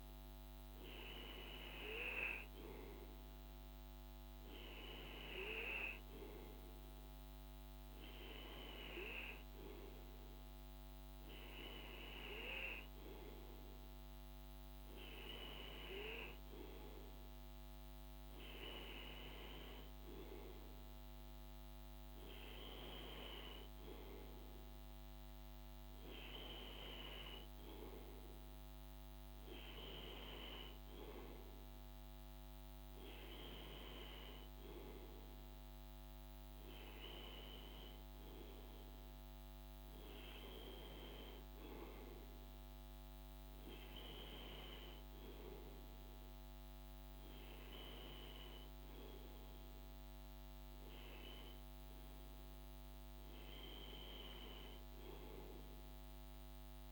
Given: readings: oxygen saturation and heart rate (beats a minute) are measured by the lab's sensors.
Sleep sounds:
breathing in sleep by a microphone on the trachea; none
none scored
From the record:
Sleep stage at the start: N2 (light sleep); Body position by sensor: on the right side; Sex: male

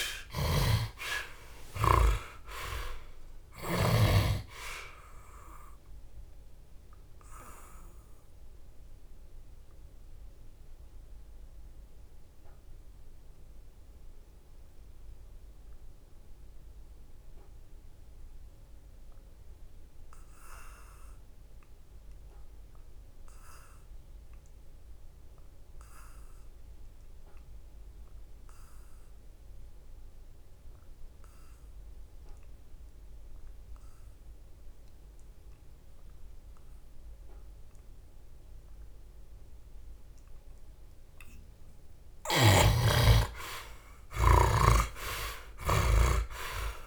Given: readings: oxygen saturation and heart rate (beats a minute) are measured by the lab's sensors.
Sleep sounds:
breathing in sleep by a room microphone; 1
0.00-1.50 s: arousal
0.00-3.50 s: snoring (device-marked)
0.00-17.00 s: oxygen desaturation (device-marked, oxygen 54% lowest, heart rate 66 extreme)
4.50-40.00 s: obstructive apnea (oxygen 88% before, 53% lowest, heart rate 78 before, 65 extreme, up 22 after)
42.50-45.50 s: arousal
43.00-46.87 s: oxygen desaturation (device-marked, oxygen 86% before, 55% lowest, heart rate 70 before, 65 extreme)
44.00-46.87 s: snoring (device-marked)
From the record:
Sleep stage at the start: N2 (light sleep); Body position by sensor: on the back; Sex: male

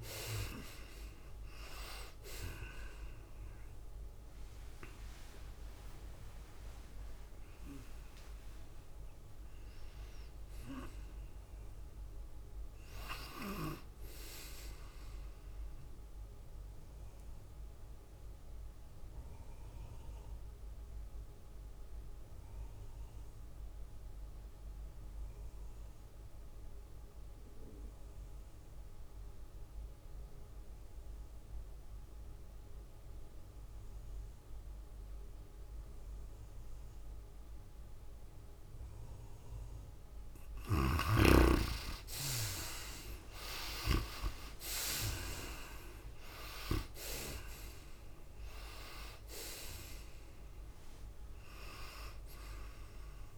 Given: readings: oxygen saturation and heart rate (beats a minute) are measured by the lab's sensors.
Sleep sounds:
breathing in sleep by a room microphone; 1
0.00-13.00 s: drop in pulse transit time (device-marked, heart rate 91 extreme)
0.00-17.00 s: oxygen desaturation (device-marked, oxygen 64% lowest, heart rate 60 extreme)
0.00-22.00 s: tachycardia (device-marked, heart rate 111 extreme)
17.00-40.50 s: obstructive apnea (oxygen 97% before, 73% lowest, heart rate 105 before, 96 extreme, up 10 after)
35.00-53.38 s: oxygen desaturation (device-marked, oxygen 95% before, 73% lowest, heart rate 101 before, 97 extreme)
42.00-53.38 s: tachycardia (device-marked, heart rate 96 before, 108 extreme)
43.50-48.00 s: arousal
46.00-53.38 s: drop in pulse transit time (device-marked, heart rate 97 before, 103 extreme)
From the record:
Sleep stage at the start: N2 (light sleep); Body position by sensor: on the right side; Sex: female

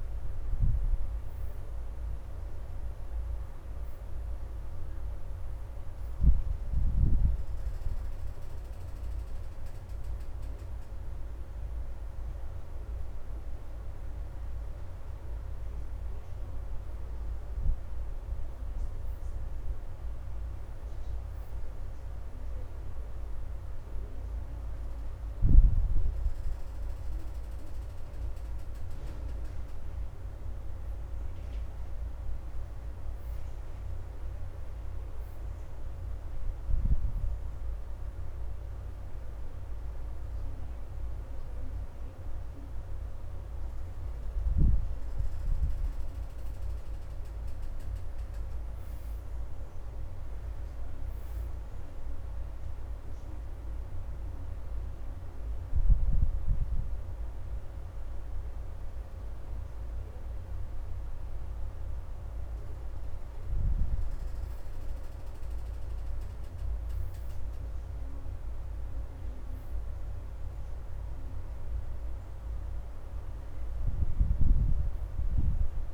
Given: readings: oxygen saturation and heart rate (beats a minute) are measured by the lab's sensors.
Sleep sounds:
breathing in sleep, hard to hear, by a room microphone; 1
0.00-4.50 s: oxygen desaturation (device-marked, oxygen 87% lowest, heart rate 80 extreme)
9.50-19.50 s: oxygen desaturation (device-marked, oxygen 88% before, 82% lowest, heart rate 81 before, 83 extreme)
25.50-38.50 s: oxygen desaturation (device-marked, oxygen 86% before, 81% lowest, heart rate 84 before, 81 extreme)
40.50-50.50 s: oxygen desaturation (device-marked, oxygen 85% before, 78% lowest, heart rate 85 before, 78 extreme)
48.00-52.00 s: arousal
53.50-64.50 s: hypopnea (oxygen 86% before, 73% lowest, heart rate 85 before, 78 extreme, up 7 after)
54.50-68.50 s: oxygen desaturation (device-marked, oxygen 84% before, 75% lowest, heart rate 85 before, 78 extreme)
68.00-72.50 s: arousal
70.50-75.94 s: oxygen desaturation (device-marked, oxygen 88% before, 73% lowest, heart rate 83 before, 79 extreme)
From the record:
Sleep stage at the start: N1 (lightest sleep); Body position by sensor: on the back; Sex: female

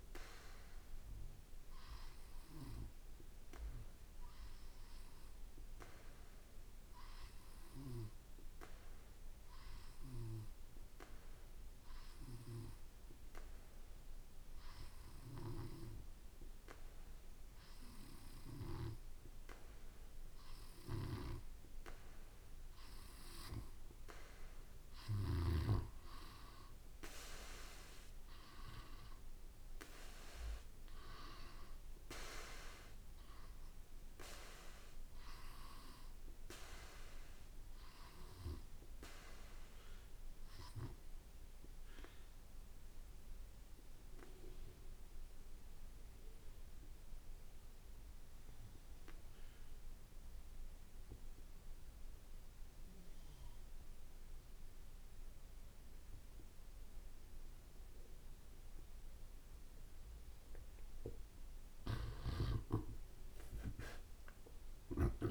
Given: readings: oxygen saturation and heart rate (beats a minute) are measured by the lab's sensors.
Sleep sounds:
breathing in sleep by a room microphone; 2
3.50-21.00 s: obstructive apnea (oxygen 94% before, 85% lowest, heart rate 57 before, 54 extreme, up 4 after)
21.00-26.00 s: snoring (device-marked)
24.00-27.50 s: arousal
40.50-60.00 s: obstructive apnea (oxygen 94% before, 85% lowest, heart rate 58 before, 53 extreme, up 8 after)
58.00-65.31 s: oxygen desaturation (device-marked, oxygen 95% before, 85% lowest, heart rate 55 before, 52 extreme)
64.00-65.31 s: arousal
From the record:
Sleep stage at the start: N2 (light sleep); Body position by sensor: on the back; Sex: male

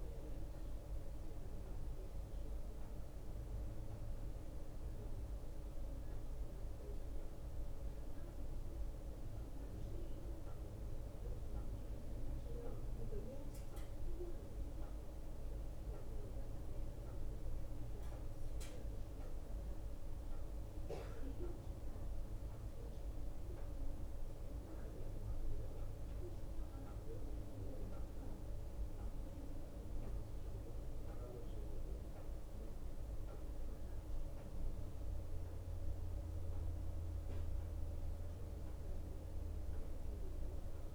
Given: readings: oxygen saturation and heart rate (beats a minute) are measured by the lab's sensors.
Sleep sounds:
breathing in sleep, hard to hear, by a room microphone; 1
0.00-40.95 s: bradycardia (device-marked)
3.00-7.50 s: arousal
13.50-15.50 s: long interval between heartbeats (device-marked)
13.50-34.50 s: hypopnea (oxygen 91% before, 89% lowest)
21.00-23.00 s: long interval between heartbeats (device-marked)
31.50-33.50 s: long interval between heartbeats (device-marked)
37.50-39.50 s: long interval between heartbeats (device-marked)
From the record:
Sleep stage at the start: N1 (lightest sleep); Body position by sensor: on the right side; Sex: male

